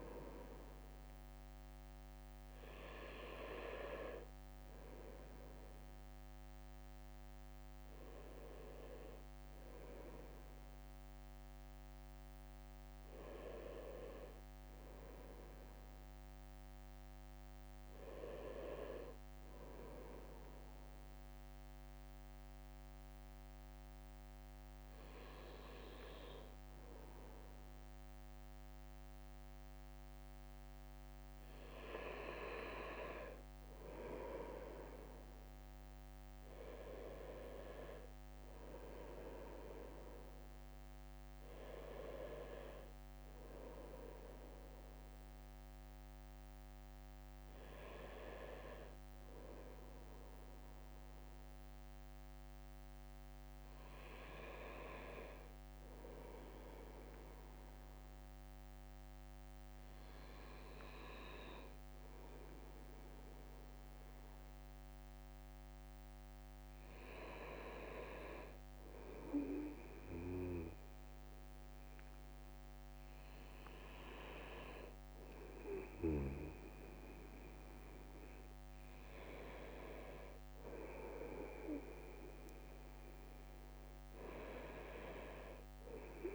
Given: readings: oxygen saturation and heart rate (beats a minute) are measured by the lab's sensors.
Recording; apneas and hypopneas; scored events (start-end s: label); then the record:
breathing in sleep by a microphone on the trachea; none
0.00-1.00 s: bradycardia (device-marked, heart rate 56 extreme)
2.00-5.00 s: bradycardia (device-marked, heart rate 61 before, 59 extreme)
9.00-16.00 s: bradycardia (device-marked, heart rate 61 before, 59 extreme)
17.00-34.00 s: bradycardia (device-marked, heart rate 61 before, 55 extreme)
41.00-86.35 s: bradycardia (device-marked, heart rate 61 before, 55 extreme)
From the record:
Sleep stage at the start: N2 (light sleep); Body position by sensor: on the right side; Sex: male